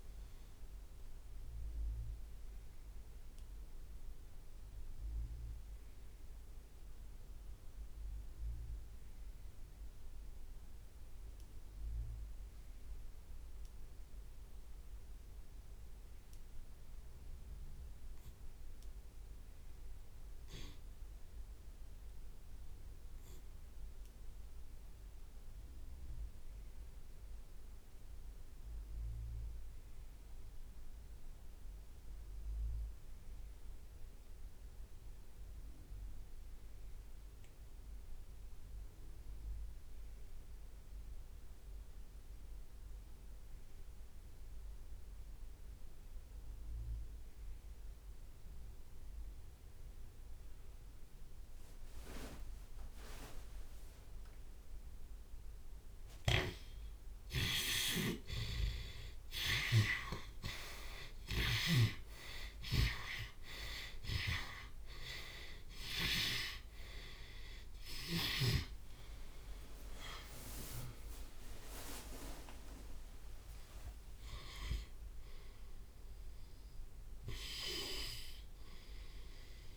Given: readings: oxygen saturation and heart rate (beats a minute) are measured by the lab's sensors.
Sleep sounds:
breathing in sleep by a room microphone; 2
1.00-11.50 s: obstructive apnea (oxygen 97% before, 58% lowest, heart rate 98 before, 36 extreme)
1.50-3.50 s: long interval between heartbeats (device-marked, heart rate 93 before, 33 extreme)
1.50-10.50 s: drop in pulse transit time (device-marked, heart rate 93 before, 33 extreme)
4.00-6.00 s: long interval between heartbeats (device-marked, heart rate 84 before, 44 extreme)
6.50-8.50 s: long interval between heartbeats (device-marked, heart rate 71 before, 82 extreme)
7.50-26.50 s: tachycardia (device-marked, heart rate 75 before, 157 extreme)
8.50-10.50 s: long interval between heartbeats (device-marked, heart rate 65 before, 93 extreme)
11.00-13.00 s: long interval between heartbeats (device-marked, heart rate 59 before, 115 extreme)
13.50-34.50 s: oxygen desaturation (device-marked, oxygen 96% before, 58% lowest)
14.00-16.00 s: long interval between heartbeats (device-marked, heart rate 55 before, 132 extreme)
15.50-16.50 s: drop in pulse transit time (device-marked, heart rate 66 before, 124 extreme)
17.00-19.00 s: long interval between heartbeats (device-marked, heart rate 71 before, 127 extreme)
20.00-22.00 s: long interval between heartbeats (device-marked, heart rate 88 before, 135 extreme)
22.00-24.00 s: long interval between heartbeats (device-marked, heart rate 100 before, 150 extreme)
22.00-26.50 s: arousal
22.50-25.50 s: drop in pulse transit time (device-marked, heart rate 106 before, 137 extreme)
24.50-26.50 s: long interval between heartbeats (device-marked, heart rate 116 before, 148 extreme)
28.00-55.00 s: obstructive apnea (oxygen 96% before, 69% lowest)
32.00-34.00 s: long interval between heartbeats (device-marked, heart rate 131 before, 36 extreme)
39.50-43.50 s: drop in pulse transit time (device-marked)
42.50-44.50 s: long interval between heartbeats (device-marked, heart rate 77 before, 38 extreme)
43.50-48.50 s: tachycardia (device-marked, heart rate 80 before, 118 extreme)
45.50-47.50 s: long interval between heartbeats (device-marked, heart rate 61 before, 54 extreme)
46.50-49.50 s: drop in pulse transit time (device-marked, heart rate 56 before, 104 extreme)
49.50-54.50 s: tachycardia (device-marked, heart rate 79 before, 122 extreme)
50.00-52.00 s: long interval between heartbeats (device-marked, heart rate 51 before, 111 extreme)
50.50-79.50 s: oxygen desaturation (device-marked, oxygen 97% before, 87% lowest)
52.00-54.00 s: long interval between heartbeats (device-marked, heart rate 56 before, 97 extreme)
54.50-56.50 s: long interval between heartbeats (device-marked, heart rate 67 before, 120 extreme)
55.50-56.50 s: drop in pulse transit time (device-marked, heart rate 71 before, 120 extreme)
56.00-60.00 s: snoring (device-marked)
56.00-60.50 s: arousal
61.00-63.00 s: long interval between heartbeats (device-marked, heart rate 83 before, 47 extreme)
61.50-65.50 s: drop in pulse transit time (device-marked, heart rate 85 before, 55 extreme)
61.50-66.50 s: tachycardia (device-marked, heart rate 80 before, 112 extreme)
63.50-65.50 s: long interval between heartbeats (device-marked, heart rate 87 before, 71 extreme)
74.50-76.50 s: long interval between heartbeats (device-marked, heart rate 77 before, 65 extreme)
From the record:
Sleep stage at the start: REM sleep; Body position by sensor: on the left side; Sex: male

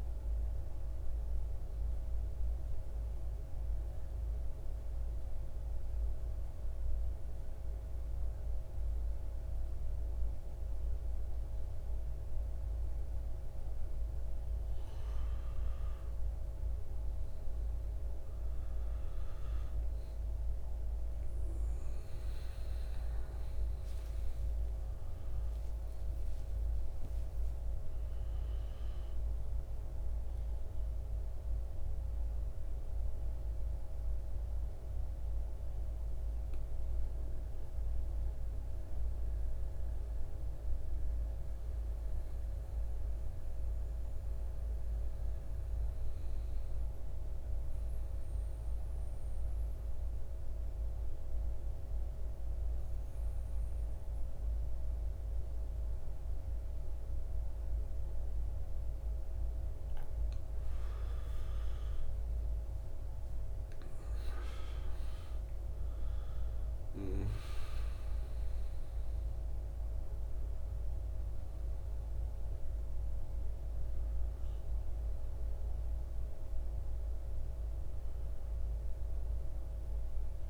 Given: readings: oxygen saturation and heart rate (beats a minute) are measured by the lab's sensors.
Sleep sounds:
breathing in sleep, hard to hear, by a room microphone; 2
2.00-14.50 s: central apnea (oxygen 98% before, 89% lowest, heart rate 79 before, 52 extreme, up 11 after)
17.50-22.00 s: arousal
18.00-40.00 s: oxygen desaturation (device-marked, oxygen 97% before, 89% lowest, heart rate 62 before, 51 extreme)
30.50-59.50 s: mixed apnea (oxygen 97% before, 87% lowest, heart rate 62 before, 51 extreme, up 11 after)
61.50-66.50 s: arousal
62.00-80.50 s: oxygen desaturation (device-marked, oxygen 97% before, 87% lowest, heart rate 56 before, 49 extreme)
From the record:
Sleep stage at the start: N2 (light sleep); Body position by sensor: on the back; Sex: male

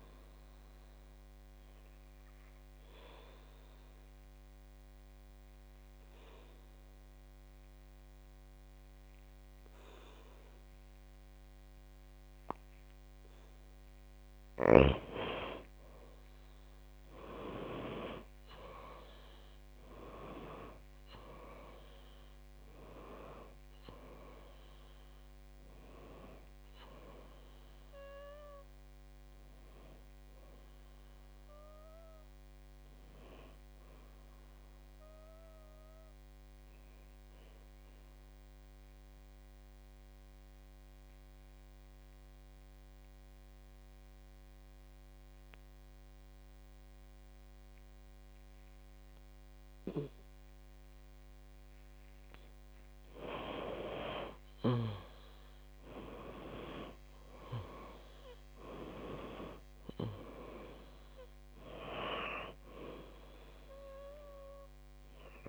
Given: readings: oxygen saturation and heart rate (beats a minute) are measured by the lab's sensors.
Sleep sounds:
breathing in sleep by a microphone on the trachea; 2
2.00-14.50 s: obstructive apnea (oxygen 97% before, 91% lowest, heart rate 57 before, 51 extreme, up 17 after)
15.50-19.50 s: arousal
20.00-42.00 s: oxygen desaturation (device-marked, oxygen 96% before, 91% lowest, heart rate 60 before, 51 extreme)
38.50-53.50 s: obstructive apnea (oxygen 96% before, 92% lowest, heart rate 65 before, 50 extreme, up 20 after)
55.00-58.00 s: arousal
57.00-65.49 s: oxygen desaturation (device-marked, oxygen 98% before, 92% lowest, heart rate 56 before, 50 extreme)
From the record:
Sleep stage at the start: N2 (light sleep); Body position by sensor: on the back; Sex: female

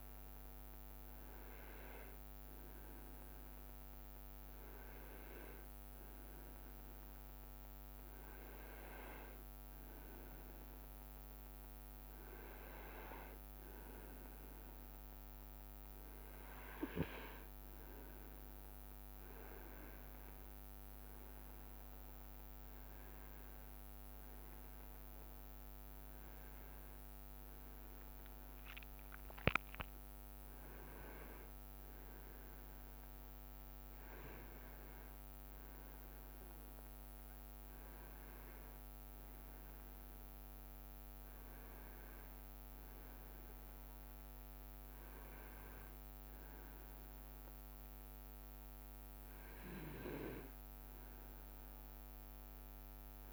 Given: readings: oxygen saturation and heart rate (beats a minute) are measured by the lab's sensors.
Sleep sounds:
breathing in sleep by a microphone on the trachea; 1
2.00-17.00 s: hypopnea (oxygen 97% before, 95% lowest, heart rate 71 before, 69 extreme, up 5 after)
20.00-23.50 s: leg movement (device-marked)
26.00-31.00 s: arousal
From the record:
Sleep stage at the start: N2 (light sleep); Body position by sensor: on the right side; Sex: male

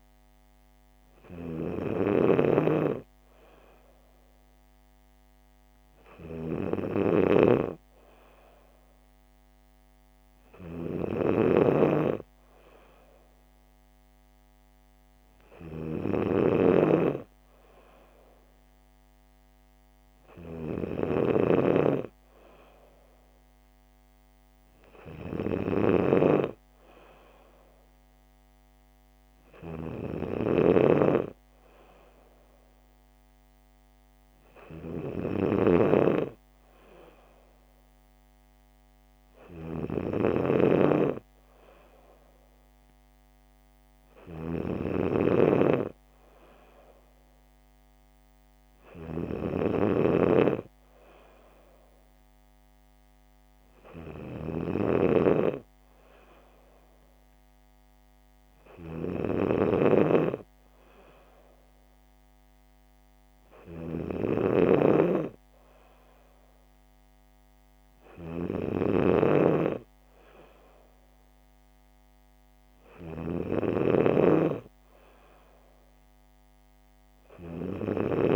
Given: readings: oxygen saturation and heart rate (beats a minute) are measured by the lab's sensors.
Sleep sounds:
breathing in sleep by a microphone on the trachea; none
0.00-78.36 s: snoring (device-marked)
From the record:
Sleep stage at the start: N2 (light sleep); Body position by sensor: on the back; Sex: female

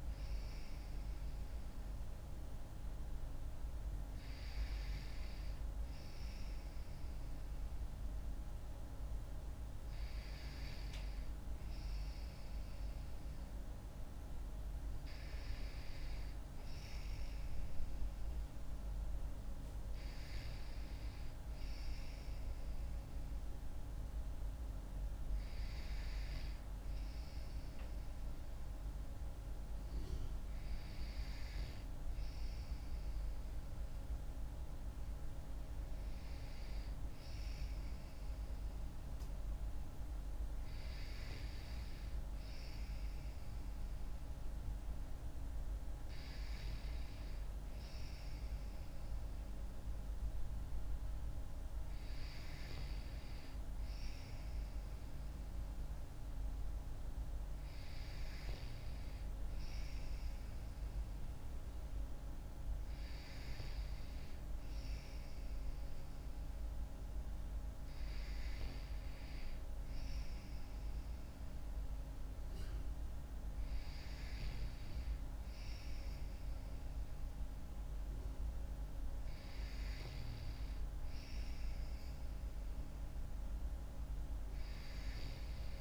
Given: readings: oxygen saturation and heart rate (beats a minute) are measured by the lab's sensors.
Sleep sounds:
breathing in sleep, hard to hear, by a room microphone; none
none scored
From the record:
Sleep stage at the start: N2 (light sleep); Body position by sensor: on the back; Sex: female

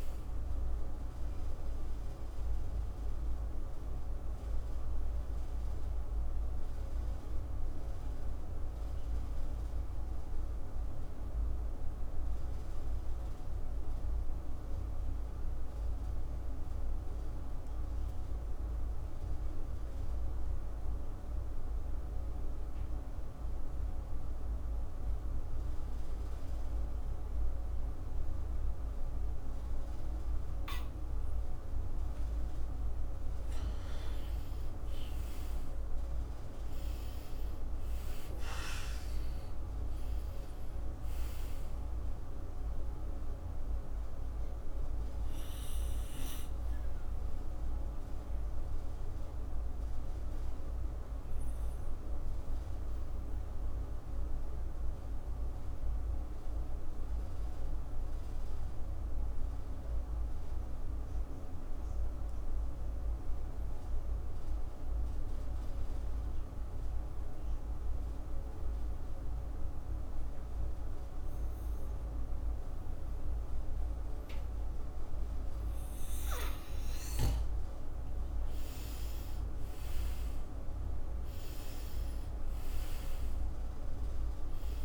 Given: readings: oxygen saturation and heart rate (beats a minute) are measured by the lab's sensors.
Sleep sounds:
breathing in sleep, hard to hear, by a room microphone; 2
0.50-3.50 s: arousal
5.00-21.00 s: oxygen desaturation (device-marked, oxygen 97% before, 92% lowest, heart rate 60 before, 55 extreme)
6.00-32.00 s: mixed apnea (oxygen 99% before, 91% lowest, heart rate 60 before, 54 extreme, up 5 after)
33.50-38.00 s: arousal
42.00-61.00 s: oxygen desaturation (device-marked, oxygen 99% before, 91% lowest, heart rate 59 before, 54 extreme)
44.00-76.50 s: obstructive apnea (oxygen 99% before, 90% lowest, heart rate 59 before, 53 extreme, up 5 after)
78.00-83.00 s: arousal
80.00-84.84 s: oxygen desaturation (device-marked, oxygen 98% before, 90% lowest, heart rate 57 before, 53 extreme)
From the record:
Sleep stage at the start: N2 (light sleep); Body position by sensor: on the back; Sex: male

